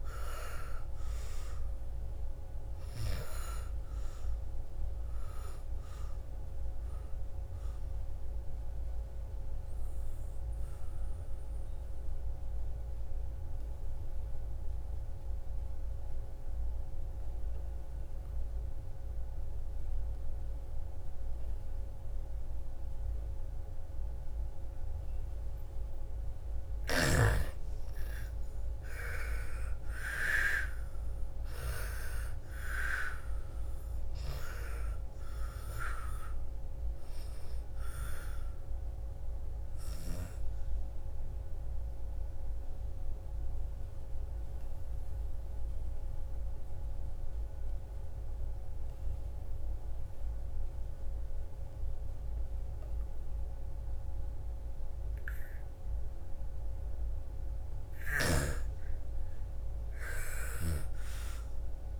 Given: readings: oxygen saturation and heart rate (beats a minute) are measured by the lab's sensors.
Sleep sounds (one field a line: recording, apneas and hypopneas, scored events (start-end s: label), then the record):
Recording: breathing in sleep by a room microphone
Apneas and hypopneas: 2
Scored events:
3.00-15.00 s: oxygen desaturation (device-marked, oxygen 98% before, 89% lowest, heart rate 60 before, 56 extreme)
9.00-25.00 s: obstructive apnea (oxygen 99% before, 85% lowest, heart rate 64 before, 55 extreme, up 12 after)
26.50-31.50 s: snoring (device-marked)
28.00-31.50 s: arousal
28.00-47.00 s: oxygen desaturation (device-marked, oxygen 98% before, 85% lowest, heart rate 58 before, 55 extreme)
41.00-57.50 s: obstructive apnea (oxygen 98% before, 81% lowest, heart rate 64 before, 55 extreme, up 13 after)
59.50-61.99 s: arousal
60.00-61.99 s: oxygen desaturation (device-marked, oxygen 98% before, 87% lowest, heart rate 58 before, 55 extreme)
From the record:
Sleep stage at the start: N2 (light sleep)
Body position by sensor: on the back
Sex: female